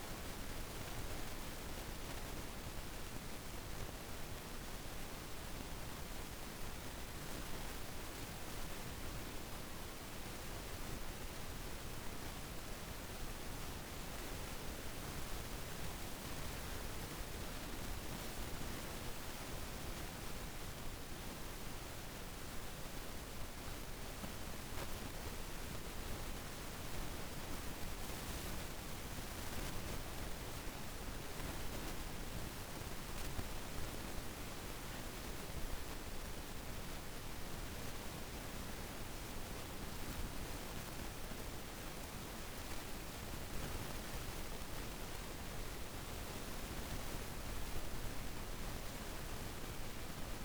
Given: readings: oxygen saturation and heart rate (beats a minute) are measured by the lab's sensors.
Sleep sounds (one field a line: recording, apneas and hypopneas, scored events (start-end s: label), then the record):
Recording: a person awake in a sleep study, hard to hear, by a room microphone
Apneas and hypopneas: none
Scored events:
27.50-50.45 s: new sleep stage, N2 (light sleep)
From the record:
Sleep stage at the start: awake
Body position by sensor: on the back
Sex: female